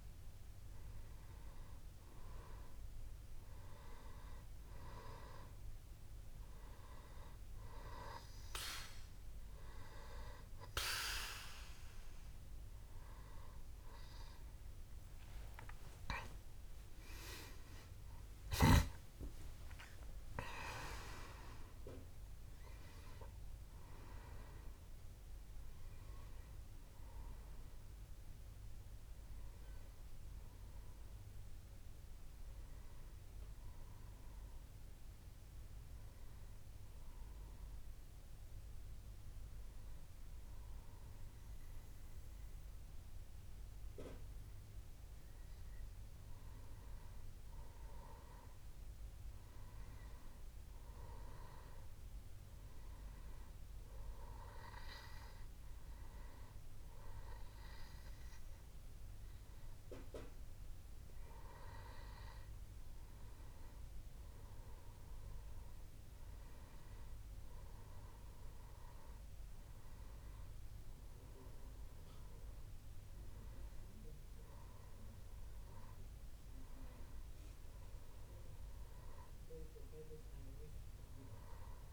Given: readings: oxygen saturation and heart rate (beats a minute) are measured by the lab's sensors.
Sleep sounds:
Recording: breathing in sleep by a room microphone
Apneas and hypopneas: 1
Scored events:
15.50-20.00 s: arousal
24.50-81.93 s: new sleep stage, N1 (lightest sleep)
37.50-48.50 s: hypopnea (oxygen 97% before, 96% lowest, heart rate 77 before, 64 extreme, up 5 after)
51.00-54.00 s: arousal
From the record:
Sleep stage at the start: N2 (light sleep)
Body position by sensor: on the back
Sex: male

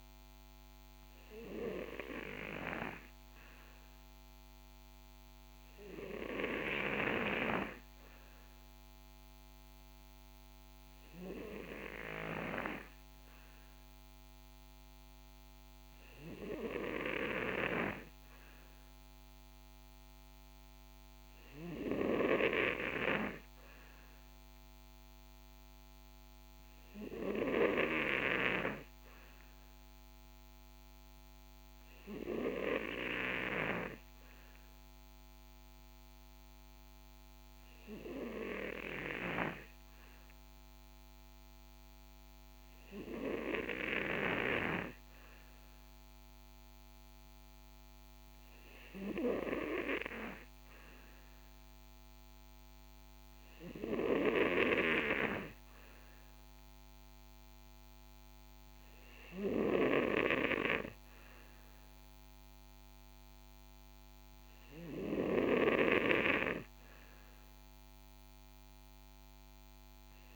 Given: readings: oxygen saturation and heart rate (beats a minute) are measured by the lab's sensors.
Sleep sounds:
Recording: breathing in sleep by a microphone on the trachea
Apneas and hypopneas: none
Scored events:
none scored
From the record:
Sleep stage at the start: N2 (light sleep)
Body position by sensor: on the back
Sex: male

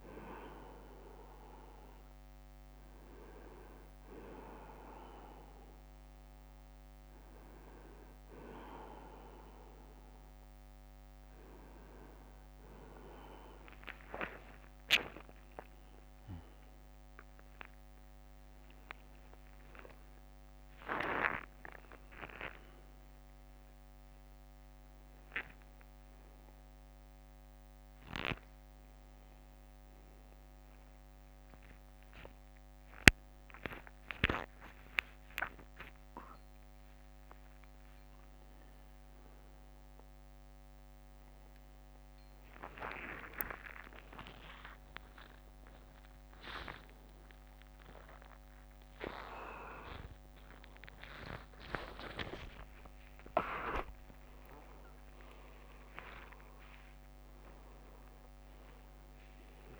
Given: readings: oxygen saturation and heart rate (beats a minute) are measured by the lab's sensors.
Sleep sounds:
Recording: a person awake in a sleep study, by a microphone on the trachea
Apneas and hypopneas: none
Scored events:
20.50-24.50 s: tachycardia (device-marked, heart rate 75 before, 105 extreme)
44.50-46.50 s: tachycardia (device-marked, heart rate 76 before, 100 extreme)
49.50-55.50 s: tachycardia (device-marked, heart rate 76 before, 120 extreme)
From the record:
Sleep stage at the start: awake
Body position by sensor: on the right side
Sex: male

